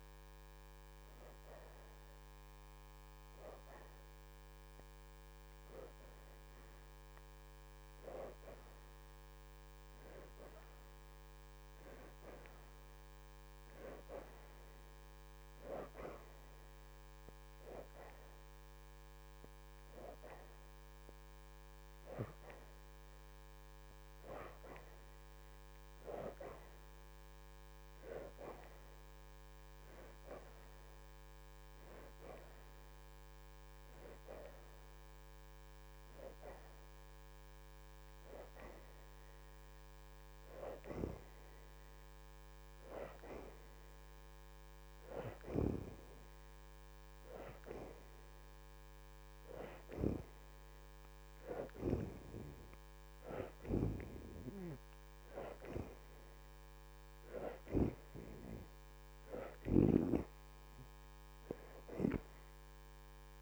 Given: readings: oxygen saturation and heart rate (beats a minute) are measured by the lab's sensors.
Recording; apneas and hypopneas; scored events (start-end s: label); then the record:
breathing in sleep by a microphone on the trachea; none
0.00-7.00 s: oxygen desaturation (device-marked, oxygen 56% lowest, heart rate 75 extreme)
14.00-30.00 s: oxygen desaturation (device-marked, oxygen 86% before, 70% lowest, heart rate 77 before, 80 extreme)
35.00-50.00 s: oxygen desaturation (device-marked, oxygen 76% before, 69% lowest, heart rate 82 before, 80 extreme)
52.00-63.42 s: oxygen desaturation (device-marked, oxygen 76% before, 70% lowest, heart rate 82 before, 84 extreme)
From the record:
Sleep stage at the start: N2 (light sleep); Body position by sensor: on the back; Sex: female